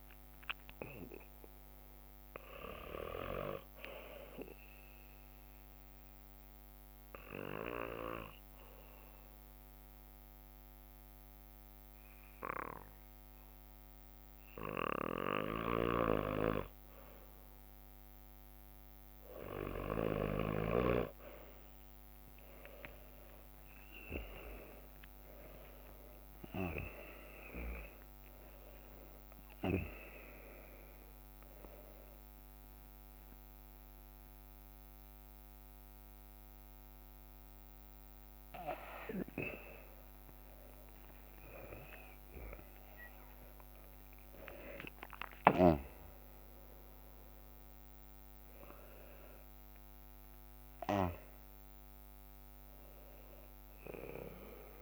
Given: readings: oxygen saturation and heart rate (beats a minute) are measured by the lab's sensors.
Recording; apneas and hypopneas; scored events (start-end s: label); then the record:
breathing in sleep by a microphone on the trachea; 1
0.00-11.50 s: oxygen desaturation (device-marked, oxygen 94% lowest, heart rate 58 extreme)
1.50-4.00 s: leg movement (device-marked)
4.50-14.50 s: bradycardia (device-marked, heart rate 61 before, 58 extreme)
5.50-16.00 s: hypopnea (oxygen 99% before, 95% lowest, heart rate 62 before, 58 extreme, up 4 after)
7.00-8.00 s: leg movement (device-marked)
9.50-27.50 s: drop in pulse transit time (device-marked, heart rate 62 before, 58 extreme)
10.50-18.50 s: leg movement (device-marked)
20.50-23.00 s: leg movement (device-marked)
25.00-27.00 s: leg movement (device-marked)
25.50-29.00 s: arousal
28.00-29.00 s: leg movement (device-marked)
31.50-41.00 s: leg movement (device-marked)
35.50-45.50 s: oxygen desaturation (device-marked, oxygen 98% before, 95% lowest, heart rate 64 before, 55 extreme)
43.50-54.50 s: drop in pulse transit time (device-marked, heart rate 65 before, 64 extreme)
44.00-46.00 s: leg movement (device-marked)
47.00-52.00 s: leg movement (device-marked)
52.00-54.82 s: arousal
From the record:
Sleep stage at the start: N2 (light sleep); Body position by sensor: on the back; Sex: male